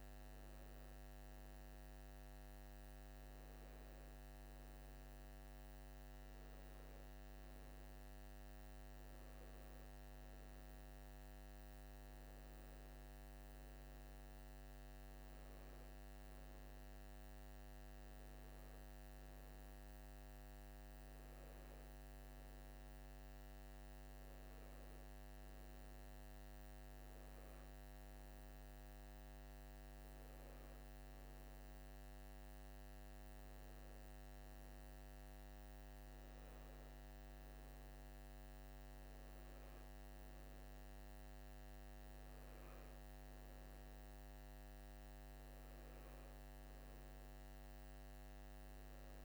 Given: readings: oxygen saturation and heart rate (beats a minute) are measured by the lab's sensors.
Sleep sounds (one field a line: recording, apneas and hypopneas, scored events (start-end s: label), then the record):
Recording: breathing in sleep, hard to hear, by a microphone on the trachea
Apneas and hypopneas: none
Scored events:
none scored
From the record:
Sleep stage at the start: N2 (light sleep)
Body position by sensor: on the right side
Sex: male